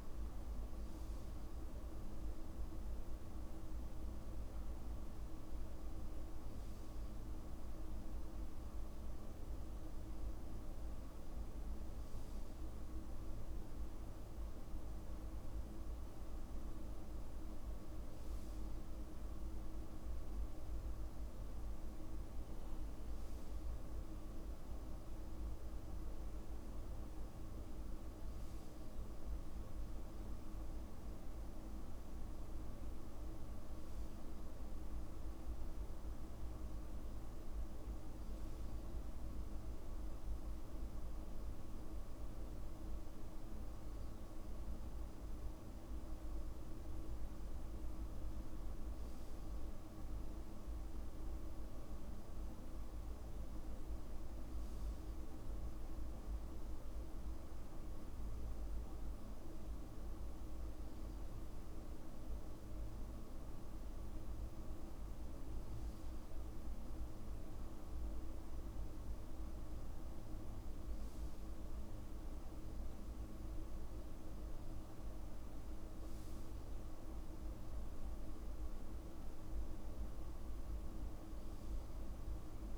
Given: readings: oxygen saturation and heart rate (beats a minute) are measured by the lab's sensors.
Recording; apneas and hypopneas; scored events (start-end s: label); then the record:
breathing in sleep, hard to hear, by a room microphone; none
none scored
From the record:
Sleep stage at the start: N2 (light sleep); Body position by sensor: on the back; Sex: male